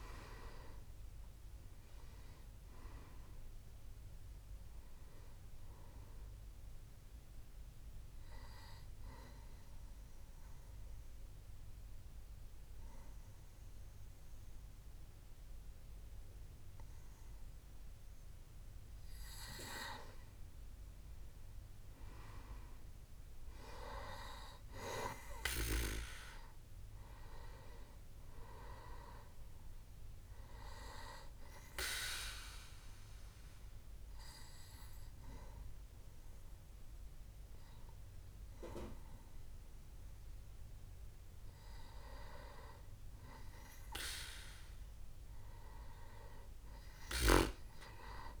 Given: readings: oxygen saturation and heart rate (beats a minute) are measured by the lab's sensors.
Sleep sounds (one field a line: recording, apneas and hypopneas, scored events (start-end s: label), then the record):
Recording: breathing in sleep by a room microphone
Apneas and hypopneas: 2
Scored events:
2.00-20.00 s: oxygen desaturation (device-marked, oxygen 97% before, 94% lowest, heart rate 68 before, 63 extreme)
9.00-20.00 s: obstructive apnea (oxygen 97% before, 94% lowest, heart rate 71 before, 63 extreme, up 4 after)
24.00-29.00 s: arousal
32.50-42.50 s: obstructive apnea (oxygen 98% before, 95% lowest, heart rate 65 before, 64 extreme, up 5 after)
34.00-44.00 s: oxygen desaturation (device-marked, oxygen 98% before, 95% lowest, heart rate 65 before, 64 extreme)
47.00-48.40 s: arousal
From the record:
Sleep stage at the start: N2 (light sleep)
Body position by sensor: on the back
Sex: male